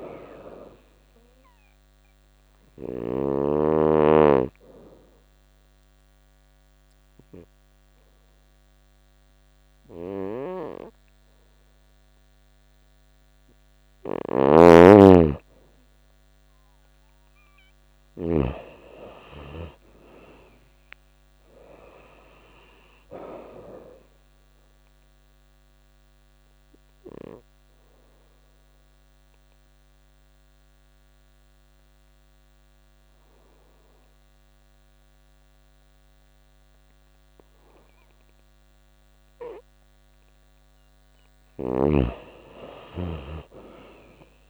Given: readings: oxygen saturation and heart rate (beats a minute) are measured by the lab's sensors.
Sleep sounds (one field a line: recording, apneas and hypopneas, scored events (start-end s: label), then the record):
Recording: breathing in sleep by a microphone on the trachea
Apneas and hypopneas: 2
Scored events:
0.00-2.50 s: snoring (device-marked)
0.00-18.00 s: oxygen desaturation (device-marked, oxygen 88% lowest, heart rate 81 extreme)
1.00-12.50 s: obstructive apnea (oxygen 96% before, 87% lowest, heart rate 83 before, 82 extreme, up 0 after)
13.50-18.00 s: snoring (device-marked)
17.00-21.00 s: arousal
24.00-39.50 s: obstructive apnea (oxygen 97% before, 87% lowest, heart rate 85 before, 81 extreme, up 5 after)
29.00-41.00 s: oxygen desaturation (device-marked, oxygen 97% before, 91% lowest, heart rate 85 before, 81 extreme)
41.00-44.50 s: arousal
From the record:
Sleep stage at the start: N2 (light sleep)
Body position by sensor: on the right side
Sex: female